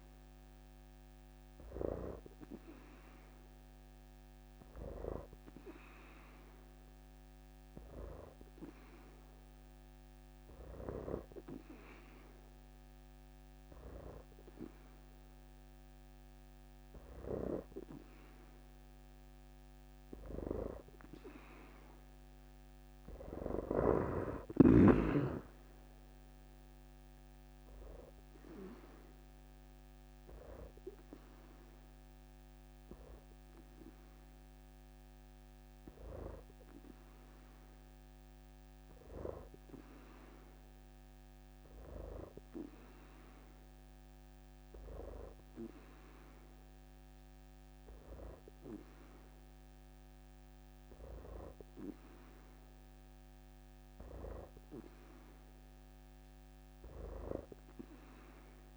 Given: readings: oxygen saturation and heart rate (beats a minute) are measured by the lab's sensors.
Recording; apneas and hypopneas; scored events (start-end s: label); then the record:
breathing in sleep by a microphone on the trachea; 1
0.00-5.00 s: oxygen desaturation (device-marked, oxygen 86% lowest, heart rate 64 extreme)
28.50-39.00 s: hypopnea (oxygen 88% before, 84% lowest, heart rate 76 before, 59 extreme, up 22 after)
31.00-49.00 s: oxygen desaturation (device-marked, oxygen 88% before, 84% lowest, heart rate 76 before, 66 extreme)
43.00-46.00 s: arousal
From the record:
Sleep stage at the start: N2 (light sleep); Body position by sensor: on the back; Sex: female